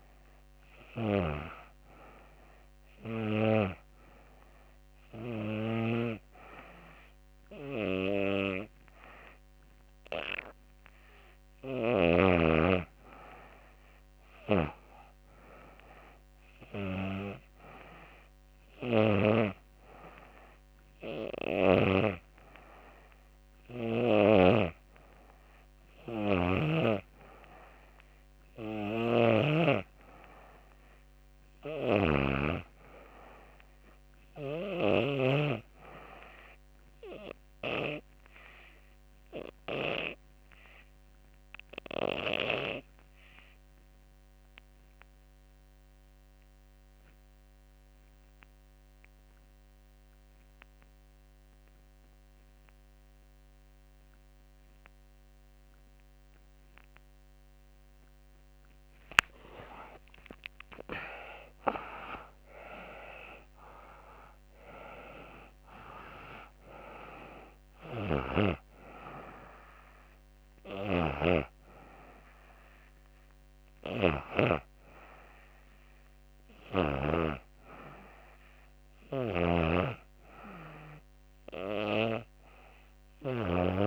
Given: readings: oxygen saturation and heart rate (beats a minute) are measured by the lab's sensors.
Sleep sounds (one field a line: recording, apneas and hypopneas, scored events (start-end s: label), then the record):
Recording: breathing in sleep by a microphone on the trachea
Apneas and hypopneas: 1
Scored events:
16.50-28.50 s: oxygen desaturation (device-marked, oxygen 94% before, 91% lowest, heart rate 84 before, 75 extreme)
37.00-56.50 s: obstructive apnea (oxygen 94% before, 76% lowest, heart rate 87 before, 75 extreme, up 14 after)
50.50-80.50 s: oxygen desaturation (device-marked, oxygen 93% before, 76% lowest, heart rate 83 before, 78 extreme)
58.00-61.50 s: arousal
From the record:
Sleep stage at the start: N2 (light sleep)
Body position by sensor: on the back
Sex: female